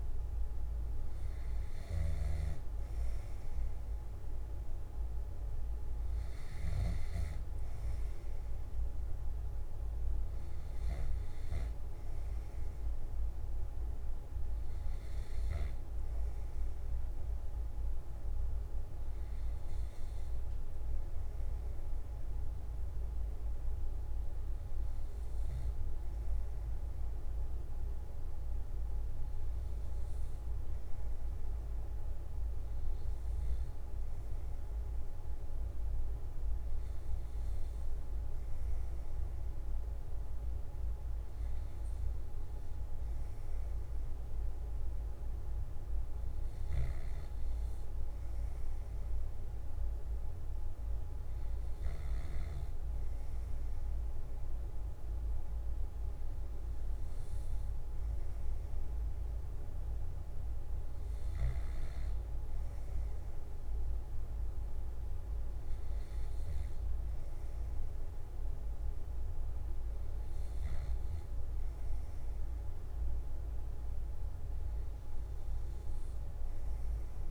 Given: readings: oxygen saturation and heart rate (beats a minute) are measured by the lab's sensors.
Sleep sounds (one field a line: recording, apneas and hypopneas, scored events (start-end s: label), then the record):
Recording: breathing in sleep, hard to hear, by a room microphone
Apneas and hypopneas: none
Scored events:
none scored
From the record:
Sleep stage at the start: N3 (deep sleep)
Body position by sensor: on the left side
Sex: male